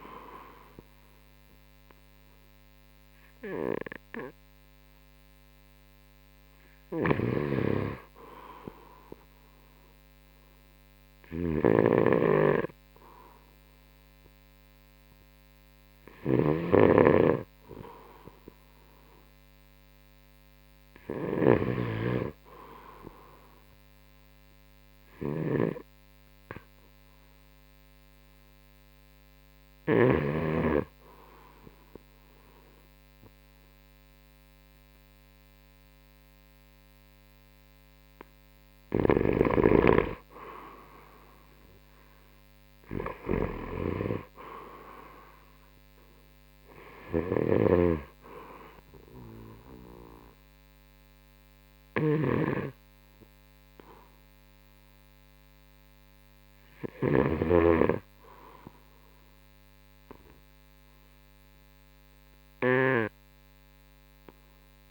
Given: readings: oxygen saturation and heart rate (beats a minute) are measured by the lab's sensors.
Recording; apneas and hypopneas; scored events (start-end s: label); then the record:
breathing in sleep by a microphone on the trachea; none
0.00-7.00 s: oxygen desaturation (device-marked, oxygen 91% lowest, heart rate 68 extreme)
7.00-22.00 s: snoring (device-marked)
45.00-61.00 s: oxygen desaturation (device-marked, oxygen 94% before, 89% lowest, heart rate 70 before, 65 extreme)
47.50-57.50 s: snoring (device-marked)
From the record:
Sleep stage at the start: N2 (light sleep); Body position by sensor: on the right side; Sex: male